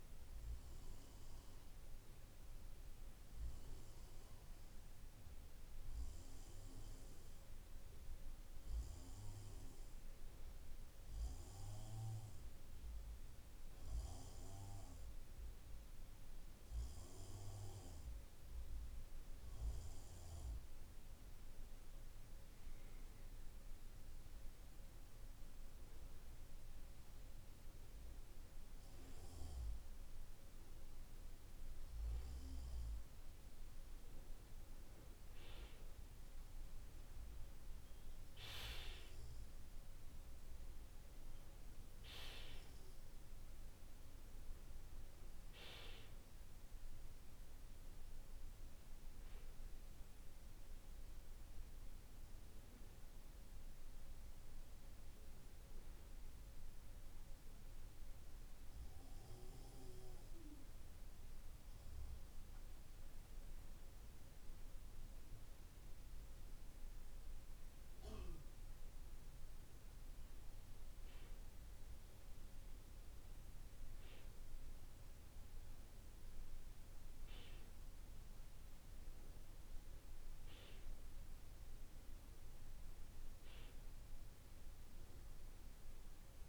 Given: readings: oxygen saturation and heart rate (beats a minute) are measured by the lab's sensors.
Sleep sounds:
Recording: breathing in sleep by a room microphone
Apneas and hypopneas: none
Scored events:
none scored
From the record:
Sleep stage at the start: REM sleep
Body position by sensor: on the back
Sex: male

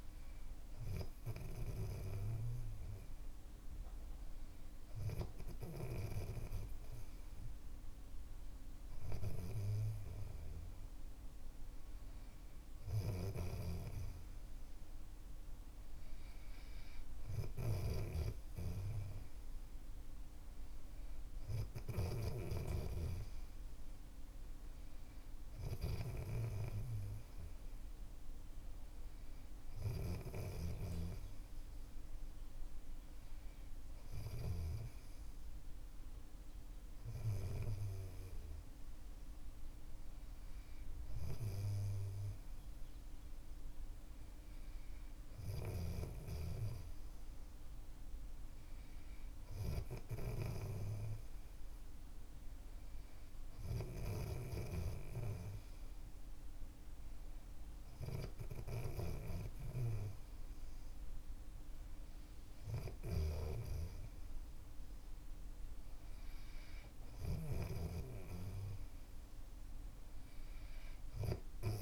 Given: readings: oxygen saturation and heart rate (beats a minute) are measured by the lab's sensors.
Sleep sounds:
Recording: breathing in sleep by a room microphone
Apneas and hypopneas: none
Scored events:
9.00-22.50 s: snoring (device-marked)
54.00-71.82 s: snoring (device-marked)
From the record:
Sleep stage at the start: N3 (deep sleep)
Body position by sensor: on the back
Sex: male

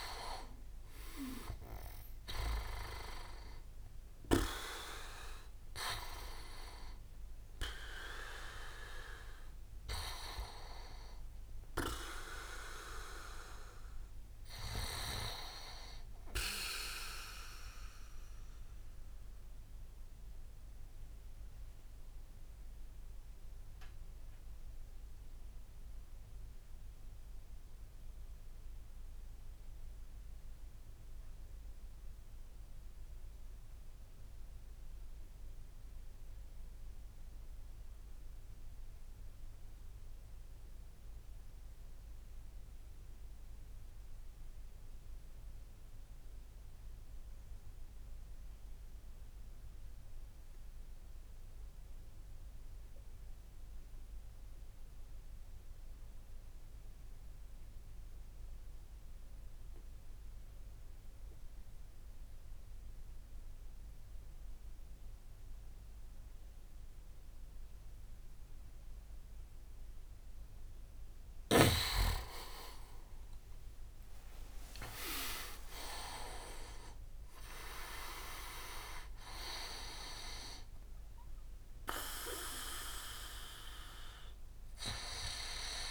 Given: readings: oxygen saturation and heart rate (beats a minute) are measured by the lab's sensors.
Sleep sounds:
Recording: breathing in sleep by a room microphone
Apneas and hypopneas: 1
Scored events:
0.00-5.00 s: arousal
0.00-31.00 s: oxygen desaturation (device-marked, oxygen 83% lowest, heart rate 50 extreme)
18.00-70.00 s: obstructive apnea (oxygen 97% before, 83% lowest, heart rate 68 before, 59 extreme, up 24 after)
53.00-85.91 s: oxygen desaturation (device-marked, oxygen 99% before, 86% lowest, heart rate 64 before, 26 extreme)
72.00-76.50 s: arousal
73.50-76.00 s: leg movement (device-marked)
From the record:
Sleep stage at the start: REM sleep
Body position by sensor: on the back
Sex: male

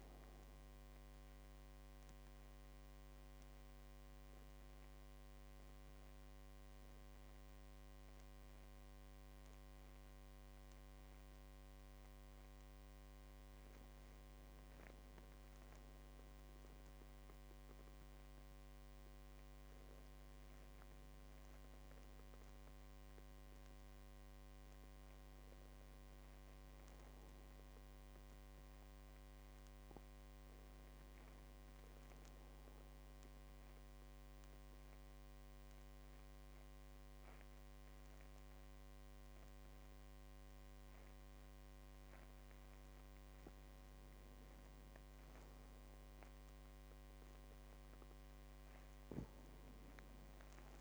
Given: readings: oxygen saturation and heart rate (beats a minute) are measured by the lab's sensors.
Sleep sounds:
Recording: breathing in sleep, hard to hear, by a microphone on the trachea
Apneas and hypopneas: 2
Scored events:
0.00-8.00 s: oxygen desaturation (device-marked, oxygen 92% lowest, heart rate 47 extreme)
1.50-12.50 s: central apnea (oxygen 99% before, 92% lowest, heart rate 56 before, 47 extreme, up 5 after)
16.00-20.50 s: arousal
32.00-42.00 s: mixed apnea (oxygen 100% before, 93% lowest, heart rate 51 before, 49 extreme, up 6 after)
43.50-46.50 s: arousal
47.00-50.81 s: oxygen desaturation (device-marked, oxygen 98% before, 94% lowest, heart rate 50 before, 48 extreme)
From the record:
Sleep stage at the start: N2 (light sleep)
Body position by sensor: on the back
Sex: male

